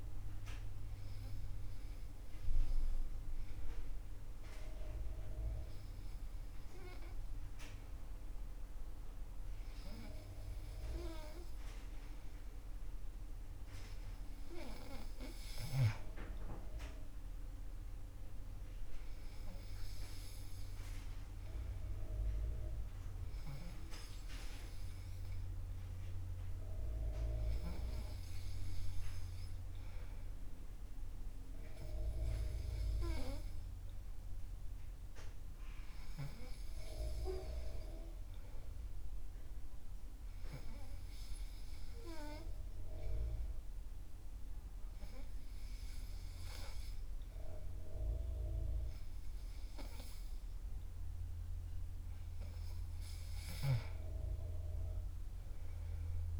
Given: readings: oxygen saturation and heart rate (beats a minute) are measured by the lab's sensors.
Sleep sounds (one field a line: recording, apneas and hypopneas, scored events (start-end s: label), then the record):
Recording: breathing in sleep by a room microphone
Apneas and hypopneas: none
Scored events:
none scored
From the record:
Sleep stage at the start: N2 (light sleep)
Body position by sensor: on the back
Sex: male